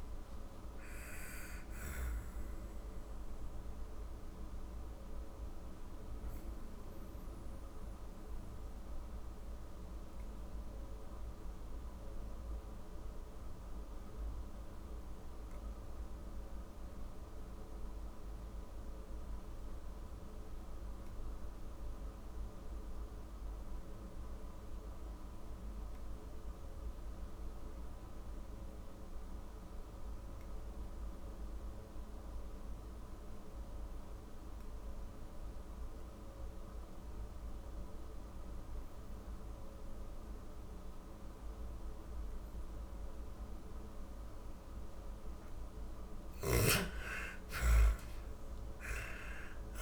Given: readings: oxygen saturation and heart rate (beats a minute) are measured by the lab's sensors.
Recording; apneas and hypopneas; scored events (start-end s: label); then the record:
breathing in sleep, hard to hear, by a room microphone; 1
0.00-17.50 s: oxygen desaturation (device-marked, oxygen 85% lowest, heart rate 37 extreme)
5.00-44.00 s: obstructive apnea (oxygen 98% before, 84% lowest, heart rate 81 before, 37 extreme, up 43 after)
35.50-49.82 s: oxygen desaturation (device-marked, oxygen 98% before, 84% lowest, heart rate 51 before, 39 extreme)
44.50-48.50 s: snoring (device-marked)
45.50-49.82 s: arousal
From the record:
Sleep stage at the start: N2 (light sleep); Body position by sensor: on the back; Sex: female